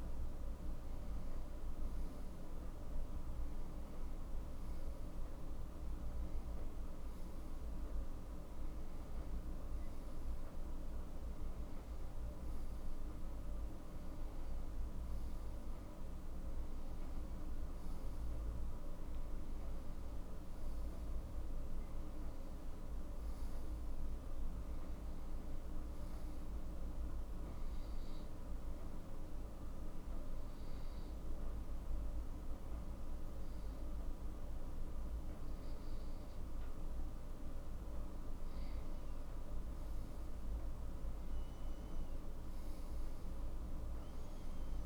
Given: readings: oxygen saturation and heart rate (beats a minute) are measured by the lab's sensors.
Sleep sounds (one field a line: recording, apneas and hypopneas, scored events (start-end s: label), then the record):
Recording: breathing in sleep, hard to hear, by a room microphone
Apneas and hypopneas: 1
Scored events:
27.50-39.50 s: hypopnea (oxygen 94% before, 90% lowest, heart rate 56 before, 51 extreme, up 6 after)
41.00-44.86 s: arousal
From the record:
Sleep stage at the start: N2 (light sleep)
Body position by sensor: on the back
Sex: male